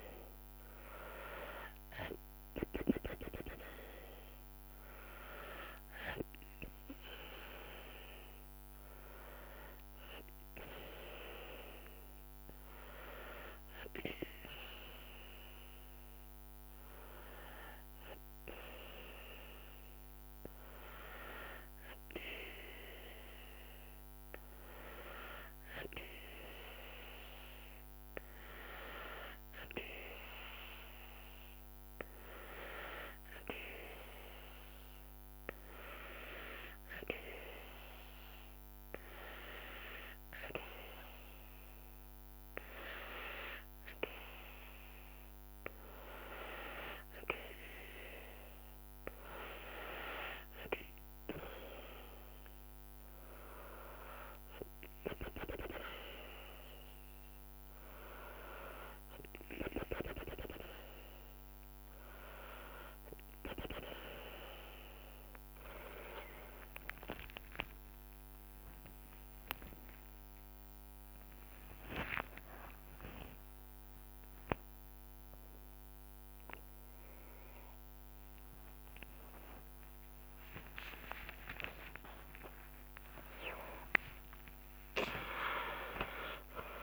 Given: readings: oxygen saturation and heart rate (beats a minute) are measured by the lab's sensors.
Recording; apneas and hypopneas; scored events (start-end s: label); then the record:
breathing in sleep by a microphone on the trachea; 1
0.00-5.50 s: oxygen desaturation (device-marked, oxygen 88% lowest, heart rate 71 extreme)
18.00-23.00 s: arousal
31.00-49.00 s: hypopnea (oxygen 97% before, 91% lowest, heart rate 73 before, 73 extreme, up 7 after)
34.50-59.50 s: oxygen desaturation (device-marked, oxygen 96% before, 91% lowest, heart rate 73 before, 73 extreme)
49.50-65.50 s: drop in pulse transit time (device-marked, heart rate 74 before, 77 extreme)
64.50-86.83 s: tachycardia (device-marked, heart rate 73 before, 175 extreme)
76.50-86.83 s: new sleep stage, awake
77.50-78.50 s: drop in pulse transit time (device-marked, heart rate 114 before, 132 extreme)
80.50-86.83 s: drop in pulse transit time (device-marked, heart rate 123 before, 37 extreme)
From the record:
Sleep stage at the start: N2 (light sleep); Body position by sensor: on the back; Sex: female